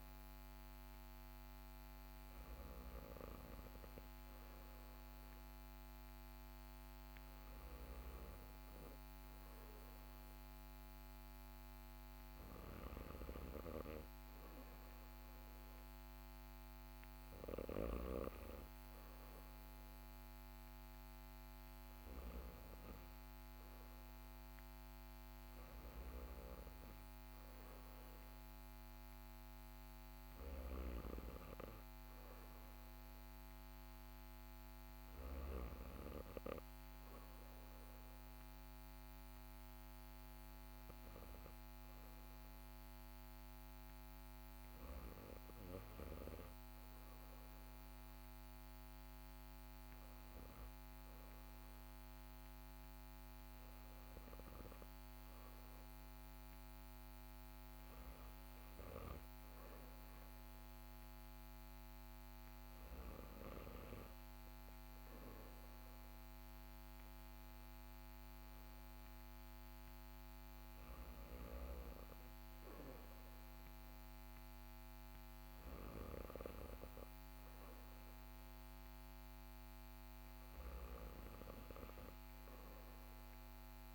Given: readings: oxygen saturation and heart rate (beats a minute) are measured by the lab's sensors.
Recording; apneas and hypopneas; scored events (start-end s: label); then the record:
breathing in sleep by a microphone on the trachea; none
none scored
From the record:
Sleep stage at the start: REM sleep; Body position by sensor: on the back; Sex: male